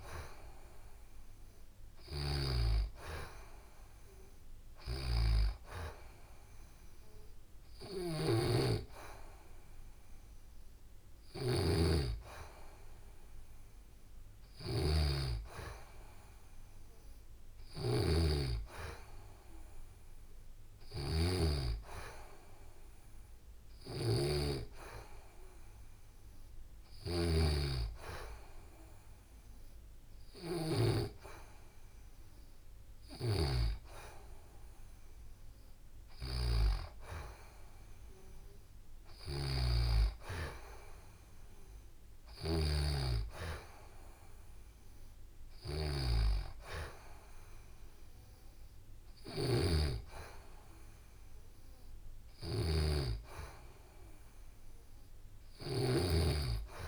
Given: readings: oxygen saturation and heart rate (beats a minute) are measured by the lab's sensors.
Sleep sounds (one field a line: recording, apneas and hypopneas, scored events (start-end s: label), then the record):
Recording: breathing in sleep by a room microphone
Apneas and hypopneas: none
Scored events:
0.00-56.88 s: snoring (device-marked)
From the record:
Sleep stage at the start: N2 (light sleep)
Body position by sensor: on the back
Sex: female